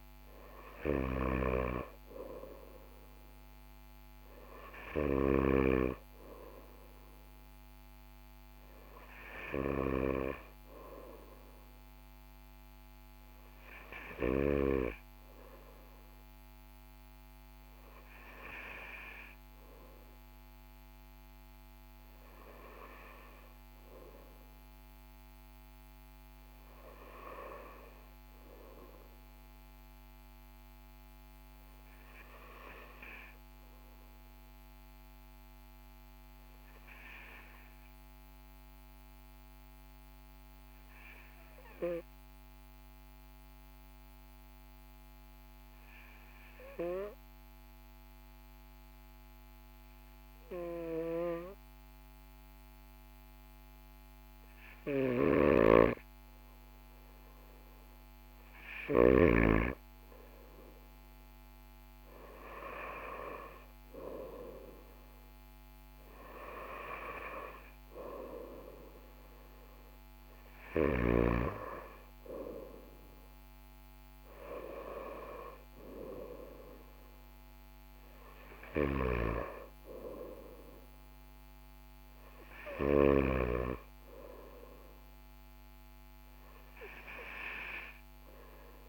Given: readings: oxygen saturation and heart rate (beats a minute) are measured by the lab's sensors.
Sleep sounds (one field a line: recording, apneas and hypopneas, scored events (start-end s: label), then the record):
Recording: breathing in sleep by a microphone on the trachea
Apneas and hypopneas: 1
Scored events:
38.50-52.50 s: hypopnea (oxygen 98% before, 95% lowest, heart rate 43 before, 42 extreme, up 2 after)
54.00-58.50 s: arousal
54.50-59.00 s: snoring (device-marked)
78.50-83.00 s: snoring (device-marked)
From the record:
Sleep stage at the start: N2 (light sleep)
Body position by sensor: on the right side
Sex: male